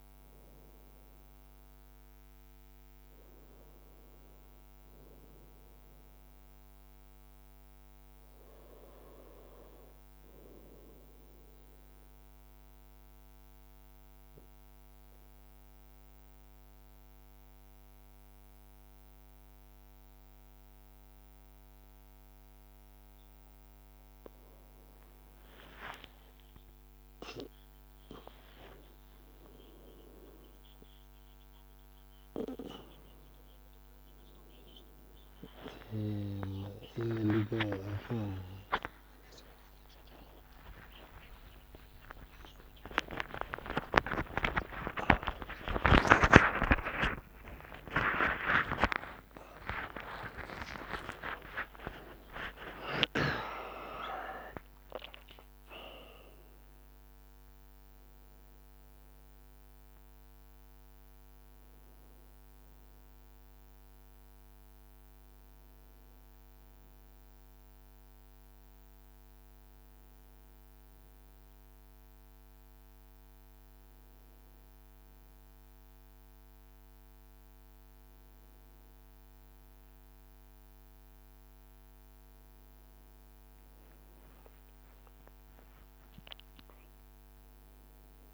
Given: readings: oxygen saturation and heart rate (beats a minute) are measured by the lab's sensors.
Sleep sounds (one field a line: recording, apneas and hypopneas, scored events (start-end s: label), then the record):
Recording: a person partly awake in a sleep study, by a microphone on the trachea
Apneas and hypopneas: 2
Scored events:
10.50-24.00 s: obstructive apnea (oxygen 97% before, 95% lowest, heart rate 55 before, 54 extreme, up 5 after)
25.00-33.00 s: leg movement (device-marked)
34.50-37.00 s: leg movement (device-marked)
35.00-37.00 s: long interval between heartbeats (device-marked, heart rate 56 before, 69 extreme)
38.50-45.50 s: tachycardia (device-marked, heart rate 57 before, 146 extreme)
38.50-68.50 s: new sleep stage, awake
39.50-41.50 s: long interval between heartbeats (device-marked, heart rate 60 before, 95 extreme)
42.50-44.50 s: long interval between heartbeats (device-marked, heart rate 67 before, 138 extreme)
48.50-50.50 s: tachycardia (device-marked, heart rate 58 before, 103 extreme)
49.00-53.00 s: snoring (device-marked)
50.00-52.00 s: long interval between heartbeats (device-marked, heart rate 94 before, 98 extreme)
52.50-53.50 s: leg movement (device-marked)
54.00-56.00 s: leg movement (device-marked)
68.50-88.34 s: new sleep stage, N1 (lightest sleep)
69.00-80.50 s: hypopnea (oxygen 99% before, 94% lowest, heart rate 70 before, 57 extreme, up 3 after)
82.50-87.50 s: leg movement (device-marked)
84.50-88.00 s: arousal
From the record:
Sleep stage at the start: N2 (light sleep)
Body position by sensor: on the back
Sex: male